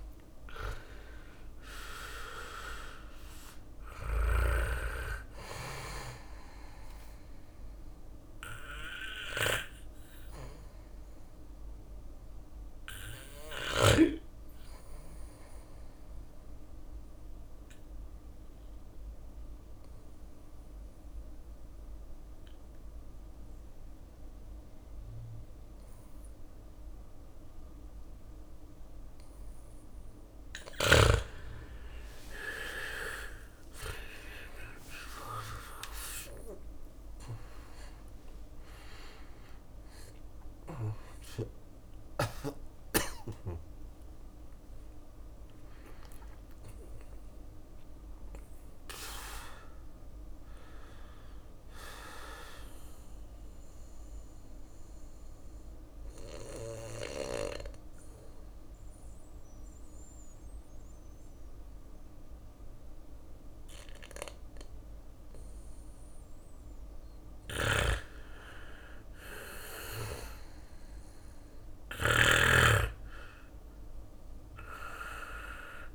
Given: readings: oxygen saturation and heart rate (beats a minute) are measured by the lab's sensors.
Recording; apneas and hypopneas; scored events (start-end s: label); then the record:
breathing in sleep by a room microphone; 2
0.00-9.50 s: drop in pulse transit time (device-marked, heart rate 59 extreme)
2.50-22.50 s: oxygen desaturation (device-marked, oxygen 98% before, 94% lowest, heart rate 61 before, 57 extreme)
6.50-28.50 s: bradycardia (device-marked, heart rate 61 before, 58 extreme)
15.50-30.00 s: obstructive apnea (oxygen 99% before, 92% lowest, heart rate 63 before, 57 extreme, up 14 after)
31.50-37.00 s: arousal
32.50-55.50 s: drop in pulse transit time (device-marked, heart rate 58 before, 61 extreme)
35.50-57.50 s: oxygen desaturation (device-marked, oxygen 99% before, 92% lowest, heart rate 59 before, 51 extreme)
52.50-65.50 s: obstructive apnea (oxygen 99% before, 93% lowest, heart rate 68 before, 51 extreme, up 3 after)
53.50-64.50 s: bradycardia (device-marked, heart rate 61 before, 57 extreme)
66.50-71.50 s: snoring (device-marked)
67.50-71.50 s: arousal
67.50-75.95 s: bradycardia (device-marked, heart rate 61 before, 51 extreme)
74.50-75.95 s: oxygen desaturation (device-marked, oxygen 98% before, 95% lowest, heart rate 59 before, 51 extreme)
From the record:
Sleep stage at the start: N2 (light sleep); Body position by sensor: on the back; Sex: male